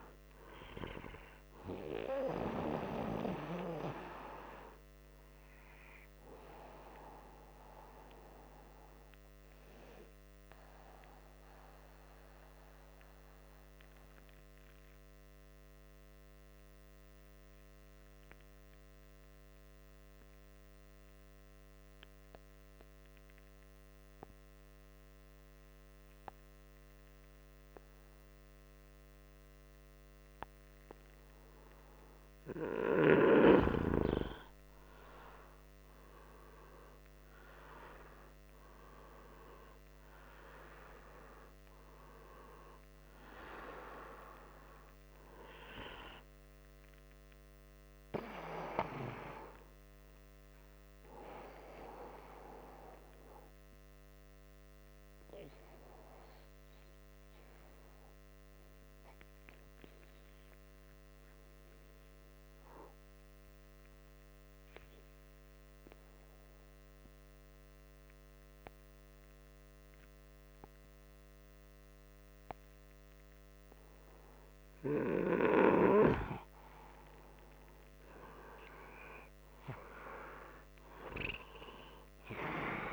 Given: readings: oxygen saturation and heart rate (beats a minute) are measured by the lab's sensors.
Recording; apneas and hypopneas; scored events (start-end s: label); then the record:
breathing in sleep by a microphone on the trachea; 2
0.00-20.50 s: oxygen desaturation (device-marked, oxygen 86% lowest, heart rate 67 extreme)
12.50-31.50 s: obstructive apnea (oxygen 98% before, 86% lowest, heart rate 120 before, 63 extreme, up 41 after)
34.00-37.50 s: arousal
38.50-64.50 s: oxygen desaturation (device-marked, oxygen 98% before, 88% lowest, heart rate 106 before, 60 extreme)
62.00-74.50 s: obstructive apnea (oxygen 98% before, 89% lowest, heart rate 85 before, 60 extreme, up 3 after)
75.50-79.00 s: arousal
77.50-82.93 s: oxygen desaturation (device-marked, oxygen 99% before, 89% lowest, heart rate 65 before, 59 extreme)
From the record:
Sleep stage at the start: N2 (light sleep); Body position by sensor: upright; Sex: male